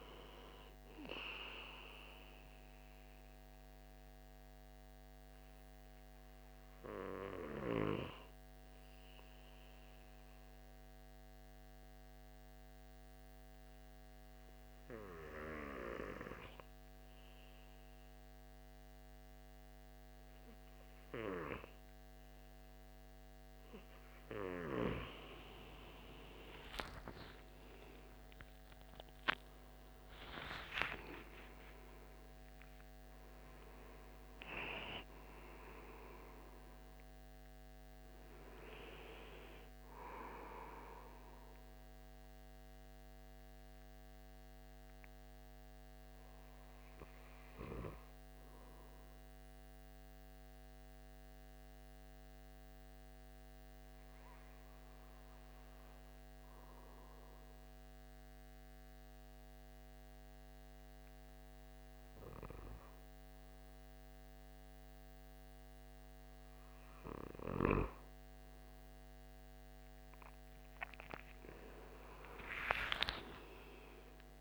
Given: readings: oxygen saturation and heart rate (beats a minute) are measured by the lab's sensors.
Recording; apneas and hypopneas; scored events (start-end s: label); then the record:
breathing in sleep by a microphone on the trachea; 2
9.00-25.00 s: obstructive apnea (oxygen 95% before, 88% lowest)
26.50-32.00 s: arousal
26.50-60.50 s: oxygen desaturation (device-marked, oxygen 96% before, 88% lowest, heart rate 68 before, 144 extreme)
43.50-66.50 s: obstructive apnea (oxygen 96% before, 88% lowest, heart rate 160 before, 155 extreme, up 48 after)
70.00-74.41 s: arousal
From the record:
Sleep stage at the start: N2 (light sleep); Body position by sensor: on the back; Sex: male